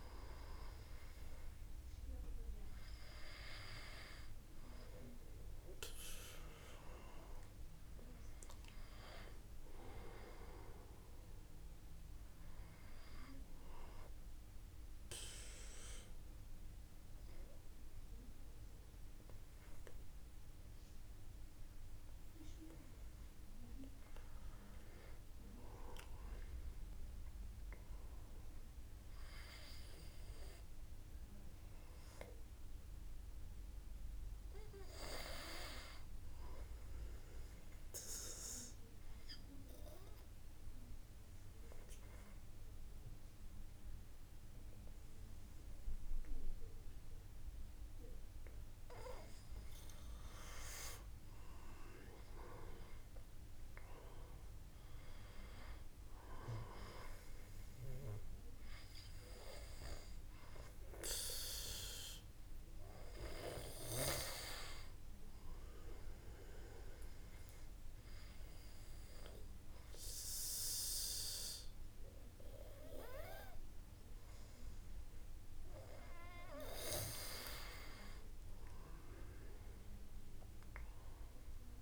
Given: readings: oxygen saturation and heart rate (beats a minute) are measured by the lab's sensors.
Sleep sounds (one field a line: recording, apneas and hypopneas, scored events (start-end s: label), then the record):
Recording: breathing in sleep by a room microphone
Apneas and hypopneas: 3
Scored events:
0.00-12.00 s: oxygen desaturation (device-marked, oxygen 93% lowest)
13.50-23.50 s: obstructive apnea (oxygen 96% before, 93% lowest, heart rate 32 before, 28 extreme, up 49 after)
24.50-28.50 s: arousal
37.50-49.00 s: obstructive apnea (oxygen 97% before, 93% lowest)
50.50-54.00 s: arousal
67.50-77.50 s: obstructive apnea (oxygen 97% before, 93% lowest, heart rate 39 before, 30 extreme, up 30 after)
78.00-81.50 s: arousal
From the record:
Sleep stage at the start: N2 (light sleep)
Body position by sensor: on the back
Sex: male